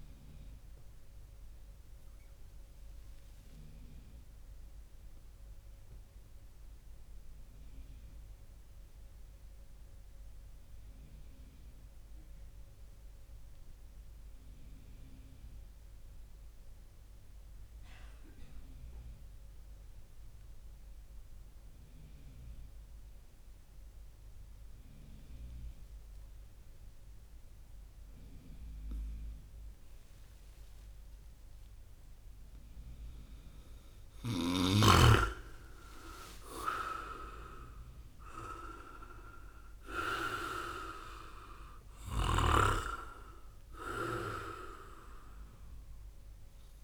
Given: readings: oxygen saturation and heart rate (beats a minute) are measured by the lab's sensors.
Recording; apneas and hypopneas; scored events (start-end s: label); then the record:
breathing in sleep by a room microphone; 1
0.00-1.50 s: oxygen desaturation (device-marked, oxygen 95% lowest)
1.00-32.00 s: obstructive apnea (oxygen 100% before, 95% lowest)
34.50-37.50 s: arousal
From the record:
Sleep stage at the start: N2 (light sleep); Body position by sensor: on the right side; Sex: male